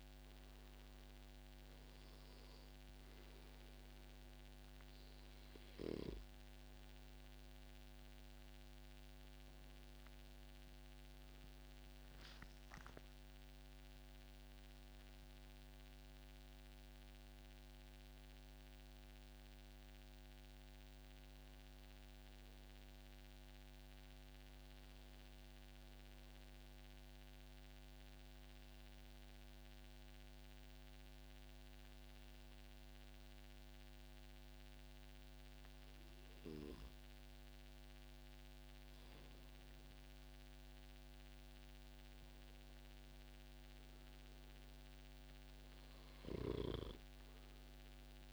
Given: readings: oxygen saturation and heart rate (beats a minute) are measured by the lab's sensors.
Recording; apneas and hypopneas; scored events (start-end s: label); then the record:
breathing in sleep, hard to hear, by a microphone on the trachea; 1
9.50-11.50 s: long interval between heartbeats (device-marked, heart rate 133 before, 116 extreme)
26.50-38.50 s: obstructive apnea (oxygen 94% before, 93% lowest, heart rate 137 before, 105 extreme, up 1 after)
40.50-44.50 s: arousal
43.50-45.50 s: long interval between heartbeats (device-marked, heart rate 145 before, 132 extreme)
From the record:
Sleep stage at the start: N2 (light sleep); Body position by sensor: on the back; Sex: male